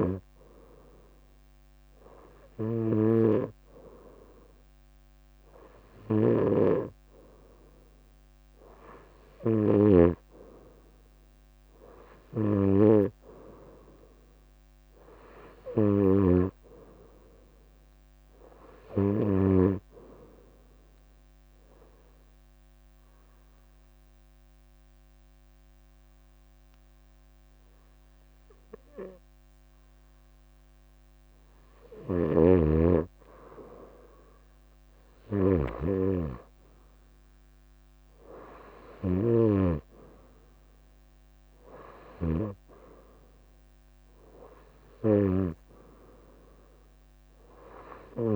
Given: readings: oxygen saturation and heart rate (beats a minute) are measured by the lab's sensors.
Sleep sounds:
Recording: breathing in sleep by a microphone on the trachea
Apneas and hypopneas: 1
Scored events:
0.00-2.50 s: leg movement (device-marked)
0.00-9.50 s: snoring (device-marked)
21.50-33.00 s: obstructive apnea (oxygen 97% before, 93% lowest, heart rate 67 before, 61 extreme, up 9 after)
31.50-48.00 s: snoring (device-marked)
36.50-40.00 s: arousal
37.50-46.00 s: leg movement (device-marked)
43.50-48.36 s: oxygen desaturation (device-marked, oxygen 96% before, 93% lowest, heart rate 66 before, 65 extreme)
From the record:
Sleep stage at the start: N2 (light sleep)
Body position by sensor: on the right side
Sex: female

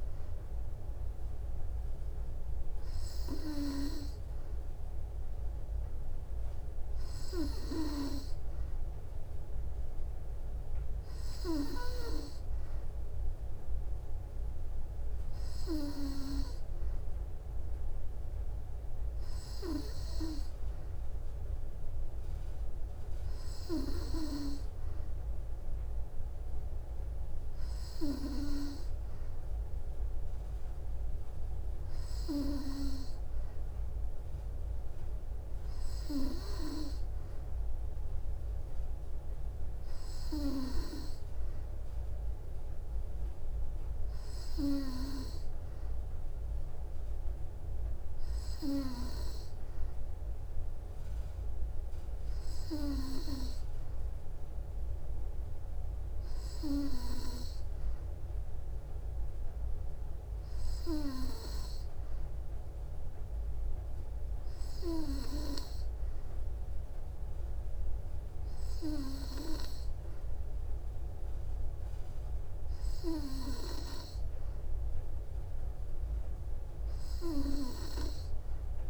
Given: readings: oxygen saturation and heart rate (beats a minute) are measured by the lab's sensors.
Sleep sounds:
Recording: breathing in sleep by a room microphone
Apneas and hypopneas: none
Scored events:
none scored
From the record:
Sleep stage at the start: N2 (light sleep)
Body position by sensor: on the back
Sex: female

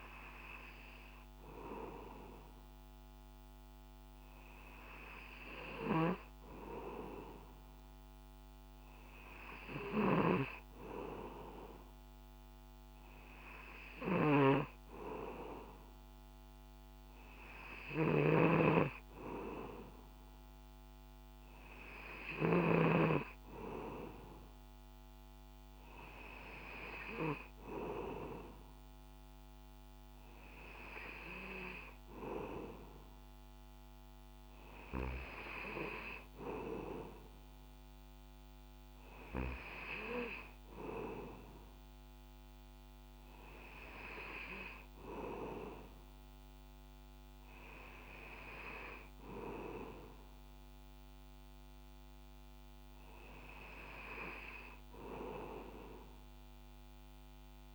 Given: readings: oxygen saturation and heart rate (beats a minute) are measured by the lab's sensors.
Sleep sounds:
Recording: breathing in sleep by a microphone on the trachea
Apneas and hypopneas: none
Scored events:
9.50-22.50 s: snoring (device-marked)
From the record:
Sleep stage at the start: N2 (light sleep)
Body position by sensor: on the back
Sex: male

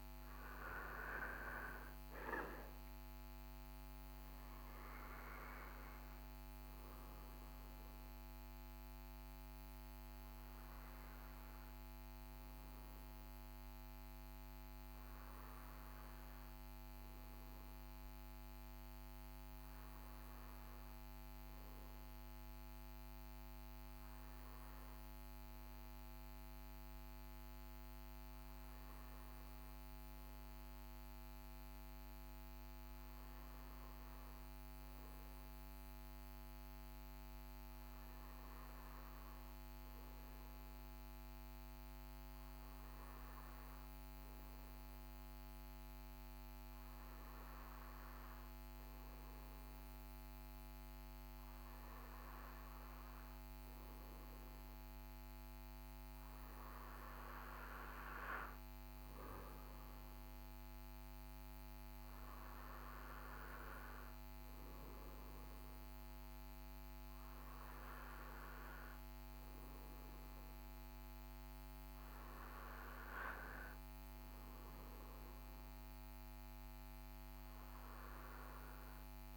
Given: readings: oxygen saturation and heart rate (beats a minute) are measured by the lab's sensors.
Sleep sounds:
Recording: breathing in sleep by a microphone on the trachea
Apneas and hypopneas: none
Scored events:
none scored
From the record:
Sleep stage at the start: N1 (lightest sleep)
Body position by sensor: on the right side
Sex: male

